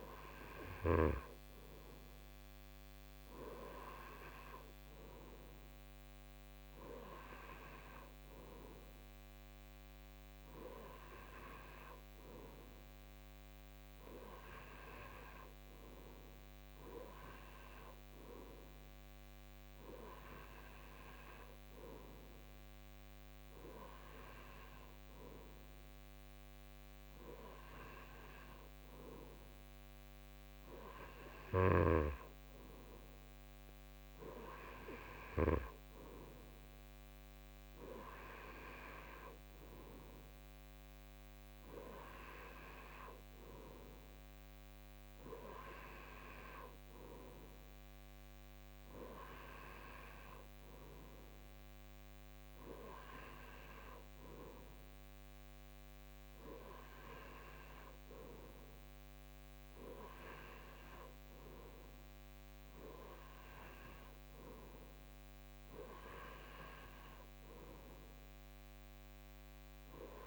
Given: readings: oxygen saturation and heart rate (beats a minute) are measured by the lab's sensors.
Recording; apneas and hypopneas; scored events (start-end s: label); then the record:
breathing in sleep by a microphone on the trachea; none
none scored
From the record:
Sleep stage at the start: N2 (light sleep); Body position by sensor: on the right side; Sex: male